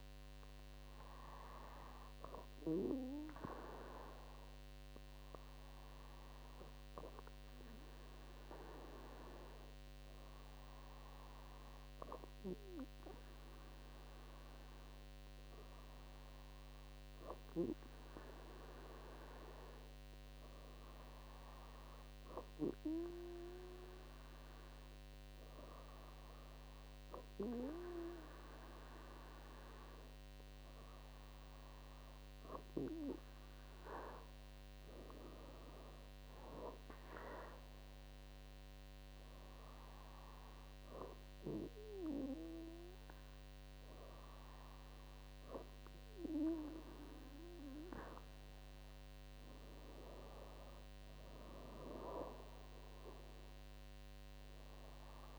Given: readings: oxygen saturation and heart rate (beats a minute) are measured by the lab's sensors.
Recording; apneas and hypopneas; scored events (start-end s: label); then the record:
breathing in sleep by a microphone on the trachea; 1
6.00-21.50 s: hypopnea (oxygen 98% before, 96% lowest, heart rate 68 before, 60 extreme, up 7 after)
26.00-30.00 s: arousal
From the record:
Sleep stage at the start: N2 (light sleep); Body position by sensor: on the back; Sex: female